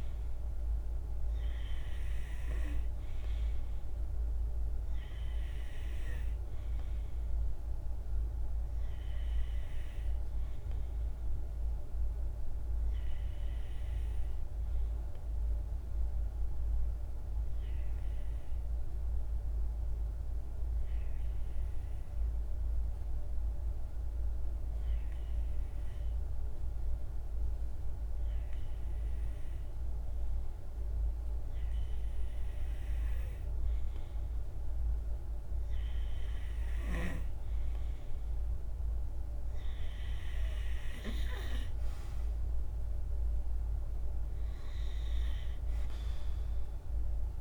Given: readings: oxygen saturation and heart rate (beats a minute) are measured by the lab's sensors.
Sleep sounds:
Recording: breathing in sleep, hard to hear, by a room microphone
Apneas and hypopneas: none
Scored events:
0.00-13.50 s: oxygen desaturation (device-marked, oxygen 93% lowest, heart rate 53 extreme)
32.50-47.41 s: oxygen desaturation (device-marked, oxygen 96% before, 92% lowest, heart rate 53 before, 52 extreme)
From the record:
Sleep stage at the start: N2 (light sleep)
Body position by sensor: on the right side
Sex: male

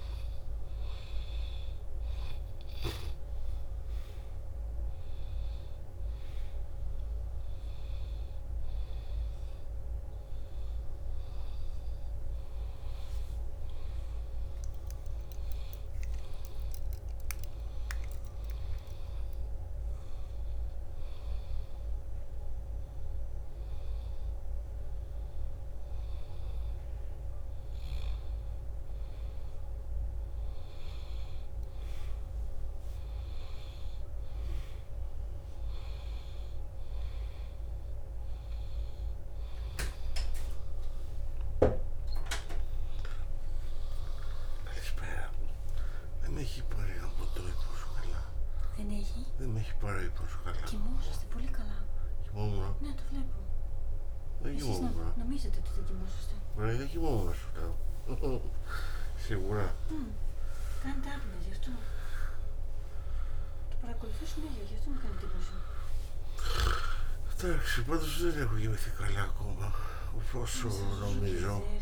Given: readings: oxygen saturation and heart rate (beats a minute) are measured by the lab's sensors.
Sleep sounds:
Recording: a person awake in a sleep study, by a room microphone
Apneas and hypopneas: 1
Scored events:
7.00-37.00 s: new sleep stage, N1 (lightest sleep)
18.00-29.00 s: hypopnea (oxygen 98% before, 92% lowest, heart rate 91 before, 82 extreme, up 2 after)
37.00-67.00 s: new sleep stage, awake
46.00-48.00 s: long interval between heartbeats (device-marked, heart rate 84 before, 98 extreme)
67.00-71.82 s: new sleep stage, N1 (lightest sleep)
From the record:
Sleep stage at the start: awake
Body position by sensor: on the back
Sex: male

